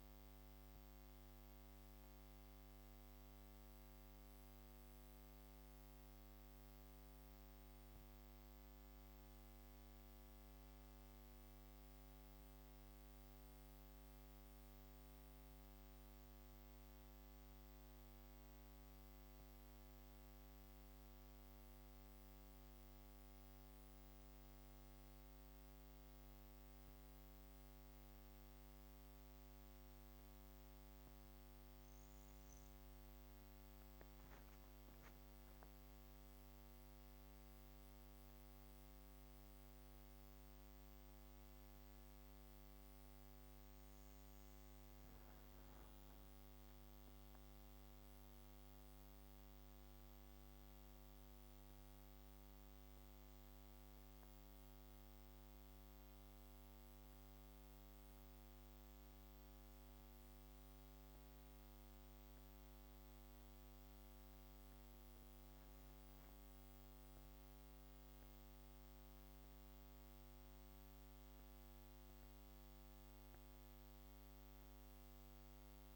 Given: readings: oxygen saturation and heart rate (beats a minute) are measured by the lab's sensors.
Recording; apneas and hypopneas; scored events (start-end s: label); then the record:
breathing in sleep, hard to hear, by a microphone on the trachea; 1
0.00-2.50 s: oxygen desaturation (device-marked, oxygen 94% lowest)
10.00-35.00 s: obstructive apnea (oxygen 97% before, 93% lowest)
37.00-40.50 s: arousal
From the record:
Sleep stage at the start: N2 (light sleep); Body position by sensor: on the back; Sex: female